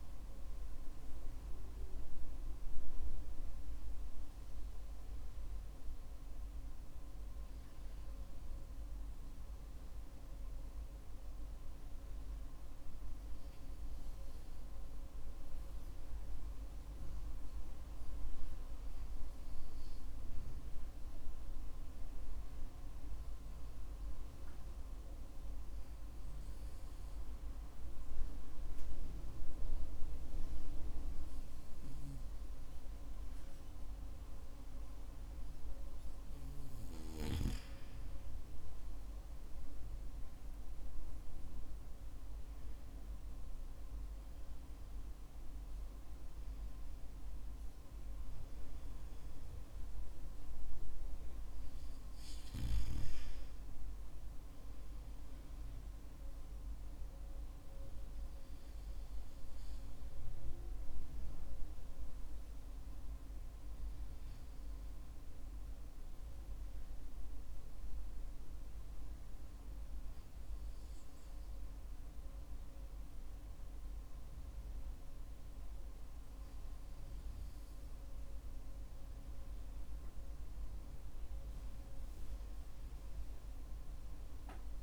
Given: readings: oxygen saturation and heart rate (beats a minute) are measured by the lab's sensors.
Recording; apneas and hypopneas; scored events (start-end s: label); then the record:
breathing in sleep, hard to hear, by a room microphone; 2
11.50-36.00 s: hypopnea (oxygen 96% before, 94% lowest, heart rate 60 before, 48 extreme, up 21 after)
39.00-43.50 s: arousal
60.00-79.50 s: hypopnea (oxygen 96% before, 94% lowest, heart rate 57 before, 48 extreme, up 15 after)
83.00-84.83 s: arousal
From the record:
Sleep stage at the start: N2 (light sleep); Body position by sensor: on the back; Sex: male